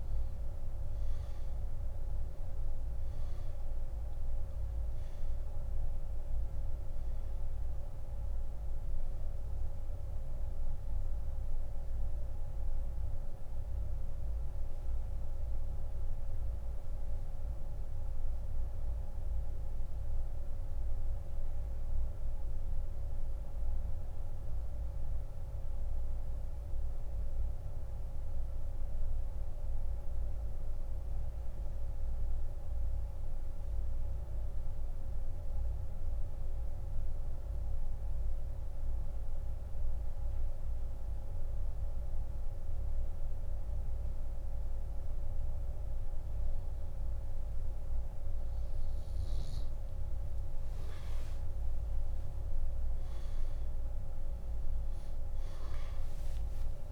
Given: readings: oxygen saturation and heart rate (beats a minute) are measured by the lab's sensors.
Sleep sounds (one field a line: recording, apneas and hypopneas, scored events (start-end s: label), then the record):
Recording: breathing in sleep, hard to hear, by a room microphone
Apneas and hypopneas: 1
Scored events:
12.00-38.00 s: oxygen desaturation (device-marked, oxygen 96% before, 91% lowest, heart rate 85 before, 57 extreme)
16.50-48.50 s: central apnea (oxygen 98% before, 86% lowest, heart rate 86 before, 57 extreme, up 29 after)
52.00-56.00 s: arousal
From the record:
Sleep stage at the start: N2 (light sleep)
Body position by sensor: on the back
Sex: male